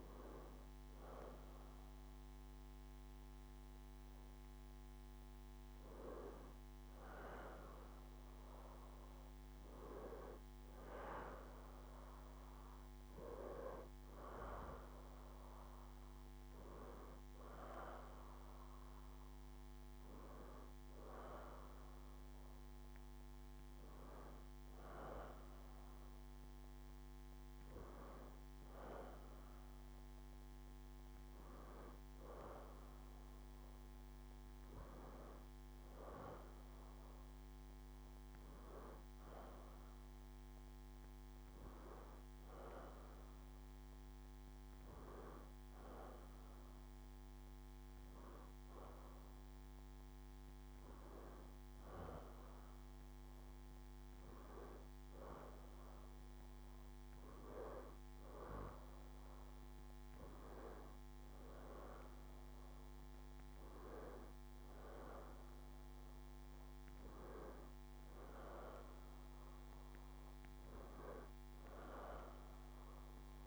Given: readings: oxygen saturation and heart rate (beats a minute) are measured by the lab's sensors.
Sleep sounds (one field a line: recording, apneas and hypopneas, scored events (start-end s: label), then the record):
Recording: breathing in sleep by a microphone on the trachea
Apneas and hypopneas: none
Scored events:
none scored
From the record:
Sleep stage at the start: N2 (light sleep)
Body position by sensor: on the left side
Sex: female